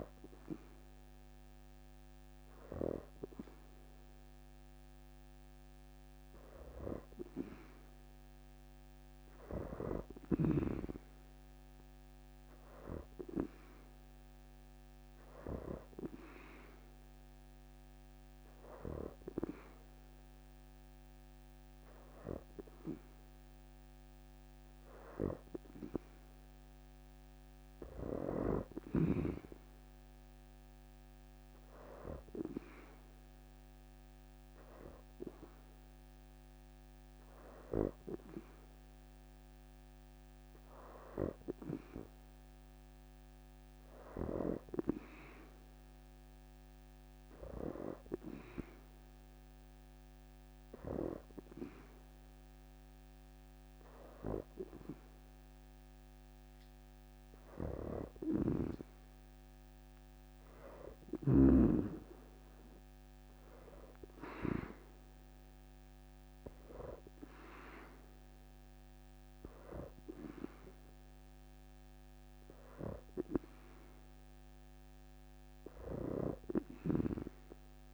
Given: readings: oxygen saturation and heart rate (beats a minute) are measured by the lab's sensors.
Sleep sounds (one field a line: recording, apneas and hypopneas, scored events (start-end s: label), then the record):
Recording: breathing in sleep by a microphone on the trachea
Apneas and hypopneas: 2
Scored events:
0.00-9.50 s: oxygen desaturation (device-marked, oxygen 85% lowest, heart rate 72 extreme)
15.00-25.50 s: hypopnea (oxygen 88% before, 84% lowest, heart rate 80 before, 70 extreme, up 8 after)
20.50-26.50 s: oxygen desaturation (device-marked, oxygen 88% before, 85% lowest, heart rate 78 before, 70 extreme)
22.50-27.50 s: leg movement (device-marked)
27.50-31.00 s: arousal
28.50-32.00 s: leg movement (device-marked)
32.00-37.00 s: leg movement (device-marked)
37.50-40.00 s: leg movement (device-marked)
48.00-58.50 s: hypopnea (oxygen 89% before, 84% lowest, heart rate 76 before, 69 extreme, up 3 after)
52.50-62.50 s: oxygen desaturation (device-marked, oxygen 88% before, 85% lowest, heart rate 77 before, 69 extreme)
61.50-66.00 s: arousal
76.50-77.94 s: oxygen desaturation (device-marked, oxygen 88% before, 84% lowest, heart rate 78 before, 77 extreme)
From the record:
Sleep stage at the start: N2 (light sleep)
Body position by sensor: on the back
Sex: female